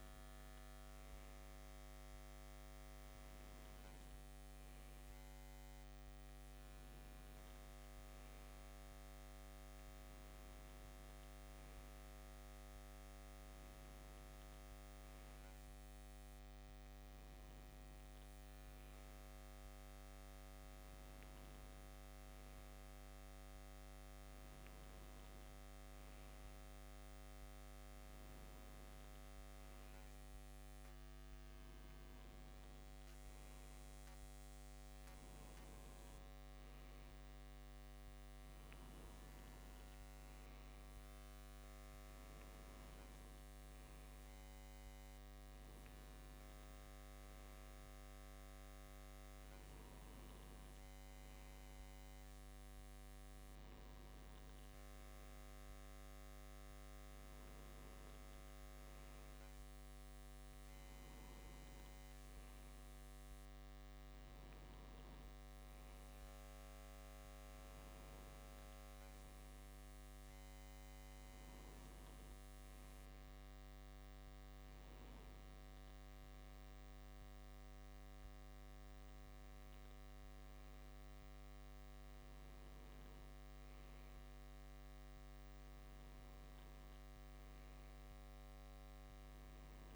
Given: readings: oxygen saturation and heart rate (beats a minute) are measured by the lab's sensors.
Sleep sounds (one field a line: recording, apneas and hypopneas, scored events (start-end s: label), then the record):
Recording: breathing in sleep, hard to hear, by a microphone on the trachea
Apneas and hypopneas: none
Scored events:
57.00-59.00 s: long interval between heartbeats (device-marked, heart rate 62 before, 66 extreme)
59.50-61.50 s: bradycardia (device-marked, heart rate 63 before, 62 extreme)
67.50-69.50 s: bradycardia (device-marked, heart rate 63 before, 61 extreme)
78.00-81.00 s: arousal
From the record:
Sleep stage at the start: N2 (light sleep)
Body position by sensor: on the left side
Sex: male